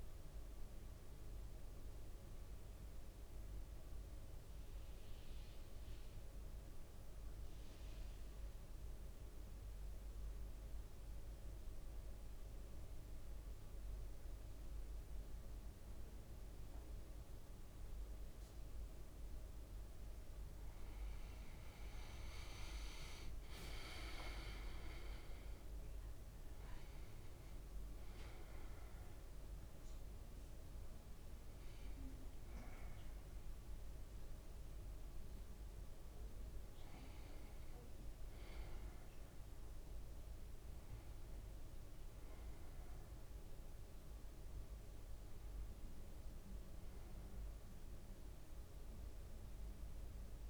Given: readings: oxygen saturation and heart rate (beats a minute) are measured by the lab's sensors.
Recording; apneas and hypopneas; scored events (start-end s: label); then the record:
breathing in sleep, hard to hear, by a room microphone; 1
0.50-20.00 s: central apnea (oxygen 100% before, 92% lowest, heart rate 59 before, 54 extreme, up 8 after)
20.50-50.50 s: oxygen desaturation (device-marked, oxygen 99% before, 92% lowest, heart rate 55 before, 55 extreme)
21.50-26.00 s: arousal
22.00-25.00 s: leg movement (device-marked)
From the record:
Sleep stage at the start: N1 (lightest sleep); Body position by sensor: on the back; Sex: male